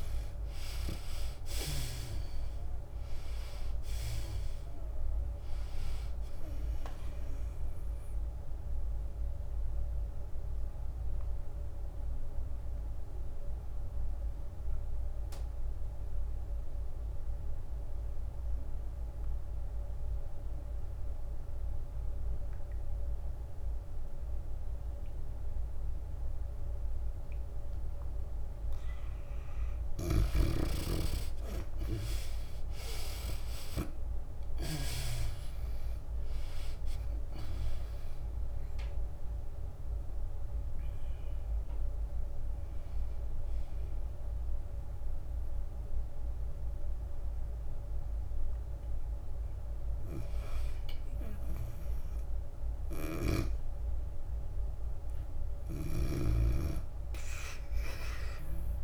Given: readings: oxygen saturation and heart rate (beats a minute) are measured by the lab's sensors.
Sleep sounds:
breathing in sleep by a room microphone; 1
0.00-2.00 s: arousal
0.00-21.00 s: oxygen desaturation (device-marked, oxygen 83% lowest, heart rate 89 extreme)
4.00-18.00 s: drop in pulse transit time (device-marked, heart rate 95 before, 96 extreme)
9.50-29.50 s: obstructive apnea (oxygen 97% before, 81% lowest, heart rate 95 before, 89 extreme, up 8 after)
31.50-35.50 s: arousal
34.00-58.84 s: oxygen desaturation (device-marked, oxygen 96% before, 81% lowest, heart rate 93 before, 93 extreme)
37.00-51.00 s: drop in pulse transit time (device-marked, heart rate 92 before, 97 extreme)
39.00-43.00 s: tachycardia (device-marked, heart rate 98 before, 101 extreme)
52.00-58.84 s: tachycardia (device-marked, heart rate 98 before, 107 extreme)
54.00-57.50 s: snoring (device-marked)
56.00-58.00 s: long interval between heartbeats (device-marked, heart rate 99 before, 106 extreme)
From the record:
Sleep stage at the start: N2 (light sleep); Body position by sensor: on the back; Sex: female

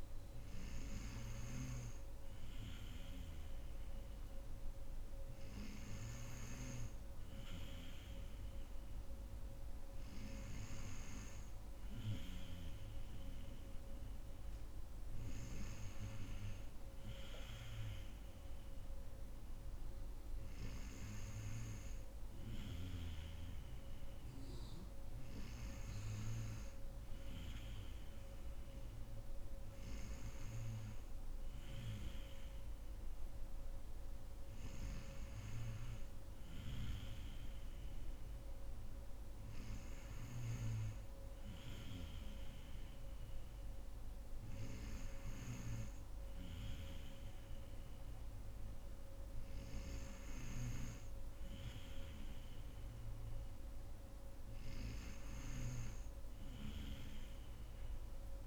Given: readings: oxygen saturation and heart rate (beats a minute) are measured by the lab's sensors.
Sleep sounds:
breathing in sleep by a room microphone; none
50.00-58.47 s: snoring (device-marked)
From the record:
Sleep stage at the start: N2 (light sleep); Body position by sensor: on the right side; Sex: female

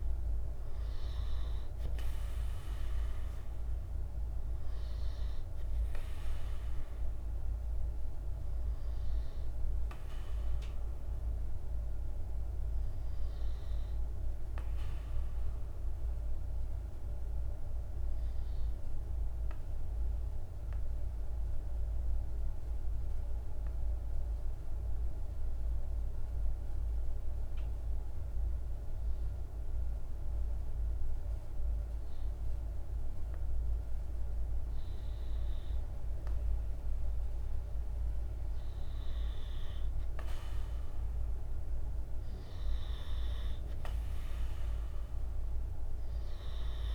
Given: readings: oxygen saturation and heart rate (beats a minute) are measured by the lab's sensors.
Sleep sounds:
breathing in sleep, hard to hear, by a room microphone; 1
0.00-19.50 s: oxygen desaturation (device-marked, oxygen 94% lowest)
19.50-34.00 s: mixed apnea (oxygen 98% before, 94% lowest)
35.50-39.50 s: arousal
36.50-46.95 s: oxygen desaturation (device-marked, oxygen 98% before, 94% lowest, heart rate 43 before, 25 extreme)
From the record:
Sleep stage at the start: N2 (light sleep); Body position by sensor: on the right side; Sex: male

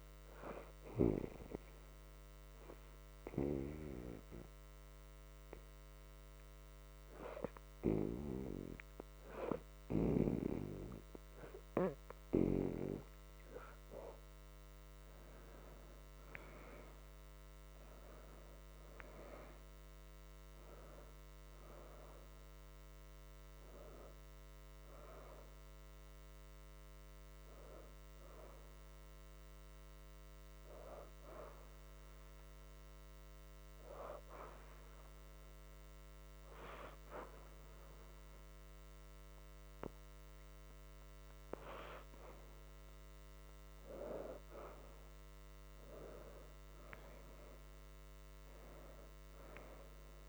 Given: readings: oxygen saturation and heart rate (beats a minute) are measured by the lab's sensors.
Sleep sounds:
breathing in sleep by a microphone on the trachea; 2
1.00-13.50 s: obstructive apnea (oxygen 85% before, 65% lowest, heart rate 75 before, 71 extreme, up 4 after)
1.50-17.50 s: oxygen desaturation (device-marked, oxygen 85% before, 73% lowest, heart rate 75 before, 71 extreme)
16.00-20.00 s: arousal
19.50-42.50 s: oxygen desaturation (device-marked, oxygen 78% before, 65% lowest, heart rate 78 before, 71 extreme)
33.00-44.00 s: hypopnea (oxygen 81% before, 65% lowest, heart rate 79 before, 71 extreme, up 9 after)
45.50-49.50 s: arousal
From the record:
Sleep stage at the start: N2 (light sleep); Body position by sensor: on the left side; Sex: female

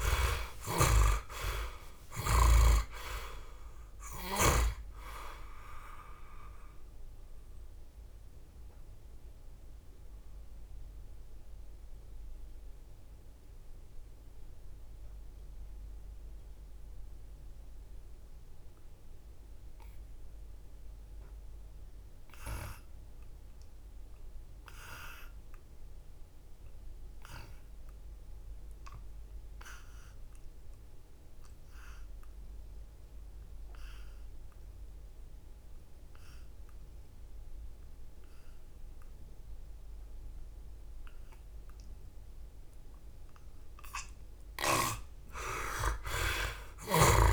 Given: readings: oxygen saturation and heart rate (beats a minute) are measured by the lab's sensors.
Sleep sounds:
breathing in sleep by a room microphone; 1
0.00-2.00 s: snoring (device-marked)
0.00-20.50 s: oxygen desaturation (device-marked, oxygen 50% lowest, heart rate 61 extreme)
6.00-43.00 s: mixed apnea (oxygen 85% before, 50% lowest, heart rate 81 before, 61 extreme, up 22 after)
30.50-47.32 s: oxygen desaturation (device-marked, oxygen 99% before, 56% lowest, heart rate 64 before, 66 extreme)
45.00-47.32 s: arousal
From the record:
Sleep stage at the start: N2 (light sleep); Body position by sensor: on the back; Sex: male

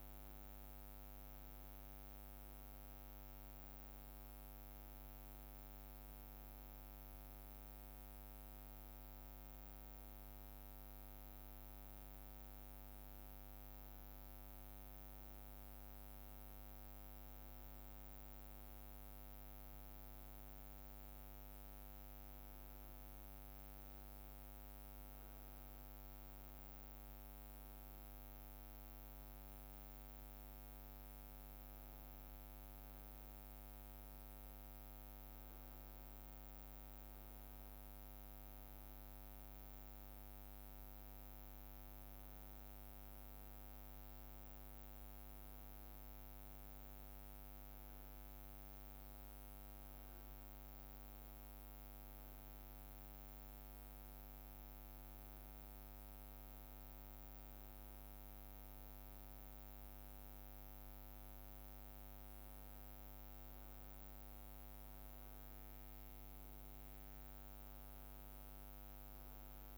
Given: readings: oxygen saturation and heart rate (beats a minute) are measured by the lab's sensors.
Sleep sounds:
a person awake in a sleep study, hard to hear, by a microphone on the trachea; none
none scored
From the record:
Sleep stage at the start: awake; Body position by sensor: on the back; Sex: male

